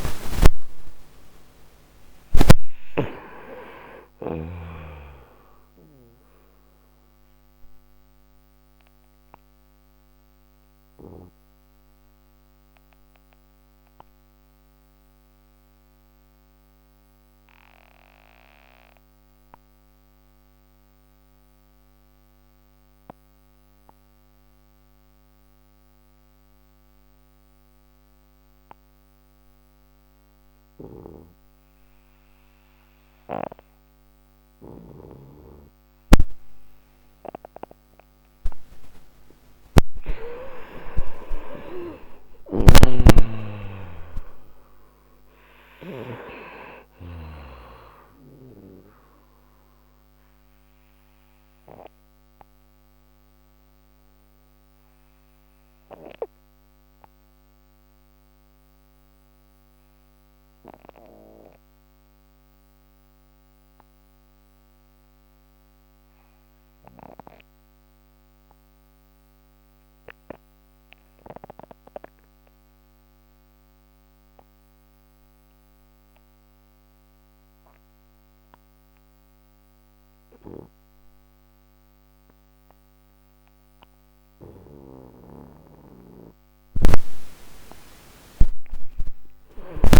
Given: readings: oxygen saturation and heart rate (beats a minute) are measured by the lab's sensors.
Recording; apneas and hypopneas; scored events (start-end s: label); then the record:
breathing in sleep by a microphone on the trachea; 2
0.00-2.50 s: snoring (device-marked)
0.00-3.00 s: arousal
7.50-33.50 s: obstructive apnea (oxygen 98% before, 88% lowest, heart rate 61 before, 38 extreme, up 6 after)
10.50-27.50 s: oxygen desaturation (device-marked, oxygen 95% before, 88% lowest, heart rate 60 before, 38 extreme)
38.00-42.50 s: arousal
42.00-47.00 s: snoring (device-marked)
50.50-84.50 s: obstructive apnea (oxygen 97% before, 87% lowest, heart rate 57 before, 57 extreme, up 46 after)
61.50-71.50 s: oxygen desaturation (device-marked, oxygen 94% before, 88% lowest, heart rate 57 before, 58 extreme)
From the record:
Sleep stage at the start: N2 (light sleep); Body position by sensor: on the right side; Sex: male